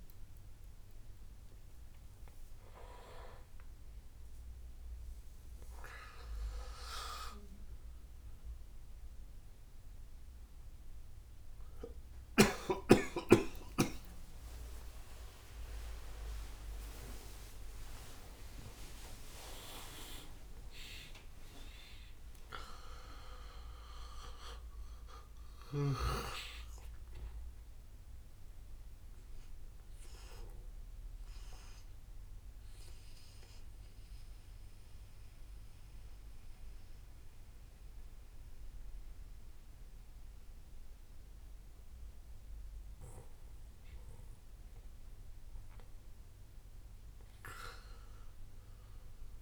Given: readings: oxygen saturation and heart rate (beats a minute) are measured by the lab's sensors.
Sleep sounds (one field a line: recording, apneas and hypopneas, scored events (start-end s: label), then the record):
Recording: a person partly awake in a sleep study, by a room microphone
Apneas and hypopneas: 1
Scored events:
0.00-1.50 s: tachycardia (device-marked, heart rate 117 extreme)
9.50-21.50 s: tachycardia (device-marked, heart rate 70 before, 137 extreme)
9.50-39.50 s: new sleep stage, N1 (lightest sleep)
12.50-14.50 s: long interval between heartbeats (device-marked, heart rate 102 before, 106 extreme)
17.50-19.50 s: long interval between heartbeats (device-marked, heart rate 106 before, 128 extreme)
24.50-35.50 s: drop in pulse transit time (device-marked, heart rate 110 before, 81 extreme)
28.50-42.00 s: central apnea (oxygen 99% before, 94% lowest, heart rate 109 before, 68 extreme, up 13 after)
39.50-49.42 s: new sleep stage, N2 (light sleep)
45.50-49.42 s: arousal
From the record:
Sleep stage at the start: awake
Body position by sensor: on the back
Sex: male